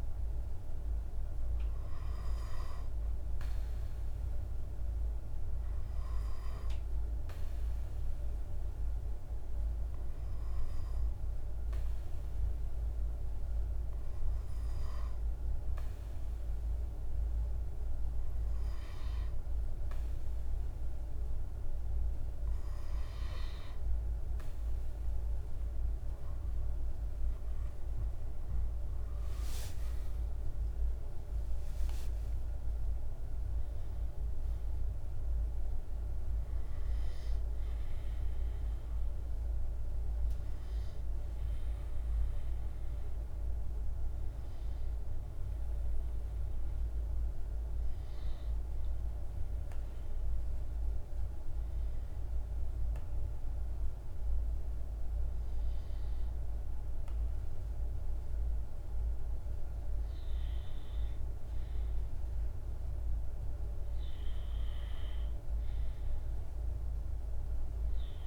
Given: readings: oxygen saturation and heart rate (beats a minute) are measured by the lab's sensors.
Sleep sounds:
breathing in sleep, hard to hear, by a room microphone; 1
7.00-24.00 s: hypopnea (oxygen 96% before, 95% lowest, heart rate 78 before, 48 extreme, up 35 after)
27.00-32.00 s: arousal
From the record:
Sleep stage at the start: N2 (light sleep); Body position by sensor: on the back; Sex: male

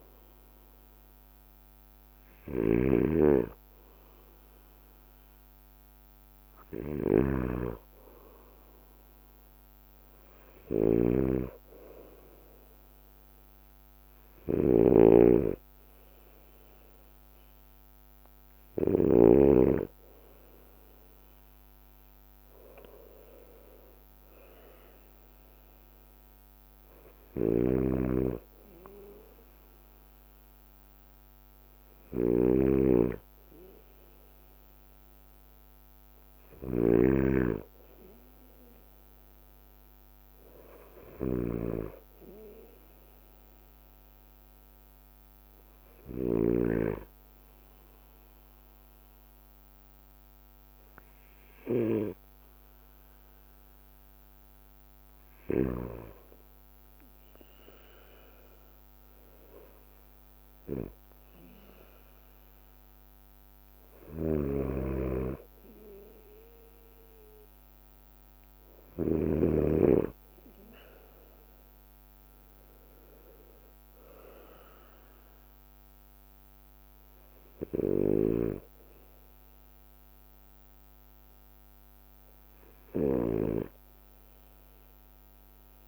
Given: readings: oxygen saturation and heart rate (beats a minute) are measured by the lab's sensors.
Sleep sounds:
breathing in sleep by a microphone on the trachea; none
0.00-19.50 s: snoring (device-marked)
0.00-22.50 s: bradycardia (device-marked, heart rate 54 extreme)
8.50-20.50 s: drop in pulse transit time (device-marked, heart rate 57 before, 54 extreme)
25.50-57.50 s: bradycardia (device-marked, heart rate 58 before, 54 extreme)
27.50-47.00 s: snoring (device-marked)
59.50-85.88 s: bradycardia (device-marked, heart rate 57 before, 55 extreme)
64.50-69.50 s: snoring (device-marked)
72.50-84.50 s: drop in pulse transit time (device-marked, heart rate 57 before, 57 extreme)
78.00-83.50 s: snoring (device-marked)
From the record:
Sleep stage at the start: N2 (light sleep); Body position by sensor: on the right side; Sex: male

